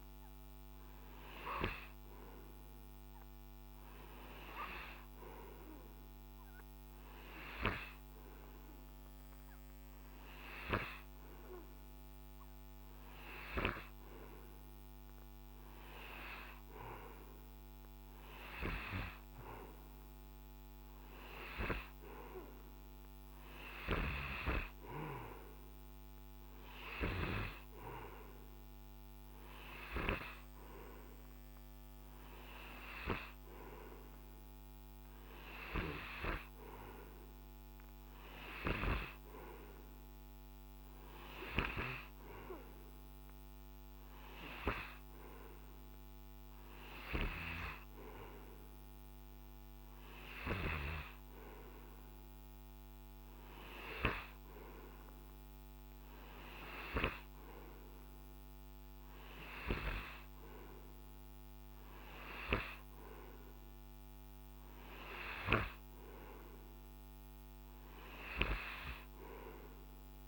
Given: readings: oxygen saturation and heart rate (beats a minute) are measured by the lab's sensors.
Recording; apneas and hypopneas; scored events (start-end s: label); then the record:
breathing in sleep by a microphone on the trachea; none
none scored
From the record:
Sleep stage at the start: N2 (light sleep); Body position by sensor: on the right side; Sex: male